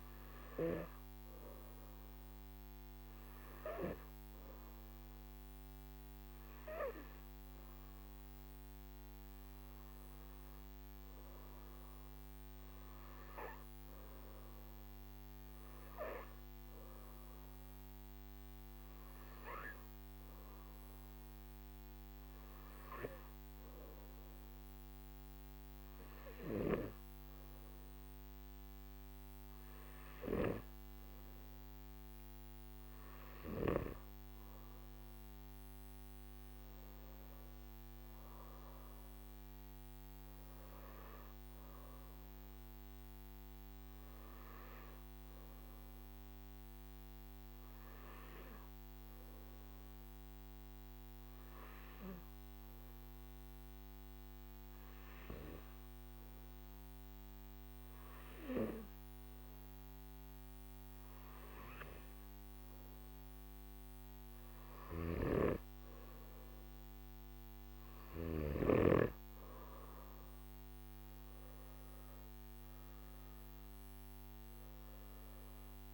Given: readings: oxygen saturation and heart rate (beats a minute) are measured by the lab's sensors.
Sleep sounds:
breathing in sleep by a microphone on the trachea; none
none scored
From the record:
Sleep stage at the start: N1 (lightest sleep); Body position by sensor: on the back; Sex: male

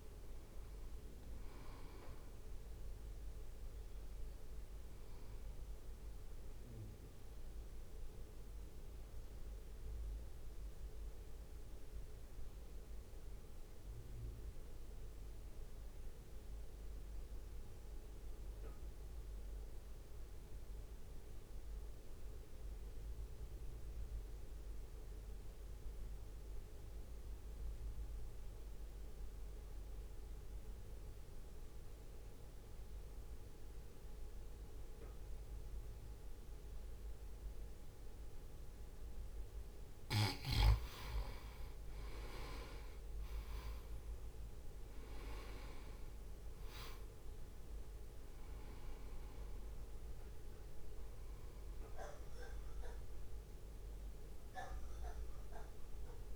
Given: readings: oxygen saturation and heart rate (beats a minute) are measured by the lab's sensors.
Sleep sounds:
breathing in sleep by a room microphone; 1
0.00-7.50 s: drop in pulse transit time (device-marked, heart rate 56 extreme)
0.00-20.50 s: oxygen desaturation (device-marked, oxygen 85% lowest, heart rate 56 extreme)
4.00-39.00 s: mixed apnea (oxygen 98% before, 85% lowest, heart rate 61 before, 56 extreme, up 2 after)
38.50-54.50 s: oxygen desaturation (device-marked, oxygen 97% before, 89% lowest, heart rate 61 before, 56 extreme)
43.50-56.36 s: drop in pulse transit time (device-marked, heart rate 61 before, 56 extreme)
45.00-50.50 s: arousal
From the record:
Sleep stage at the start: N2 (light sleep); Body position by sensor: on the right side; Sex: male

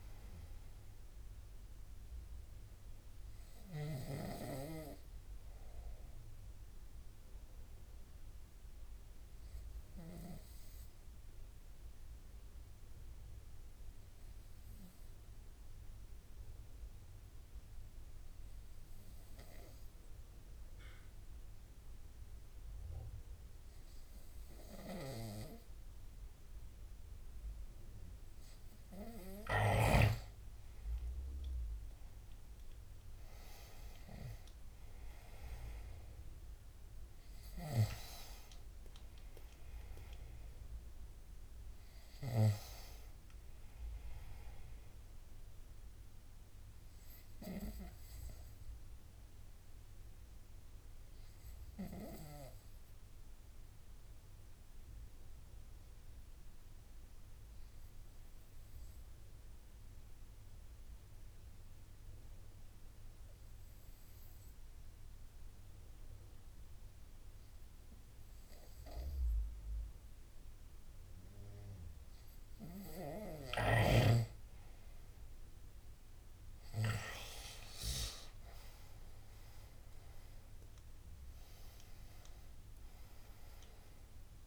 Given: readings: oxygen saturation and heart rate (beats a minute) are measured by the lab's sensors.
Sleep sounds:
breathing in sleep by a room microphone; 2
0.00-11.00 s: oxygen desaturation (device-marked, oxygen 93% lowest, heart rate 69 extreme)
5.00-28.50 s: obstructive apnea (oxygen 98% before, 93% lowest, heart rate 74 before, 69 extreme, up 10 after)
30.00-33.00 s: arousal
37.00-43.00 s: oxygen desaturation (device-marked, oxygen 98% before, 94% lowest, heart rate 74 before, 66 extreme)
43.50-46.50 s: arousal
48.00-73.00 s: obstructive apnea (oxygen 98% before, 92% lowest, heart rate 79 before, 66 extreme, up 11 after)
66.00-84.47 s: new sleep stage, awake
78.00-84.47 s: oxygen desaturation (device-marked, oxygen 98% before, 93% lowest, heart rate 69 before, 74 extreme)
From the record:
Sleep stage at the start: N2 (light sleep); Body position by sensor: on the right side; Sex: male

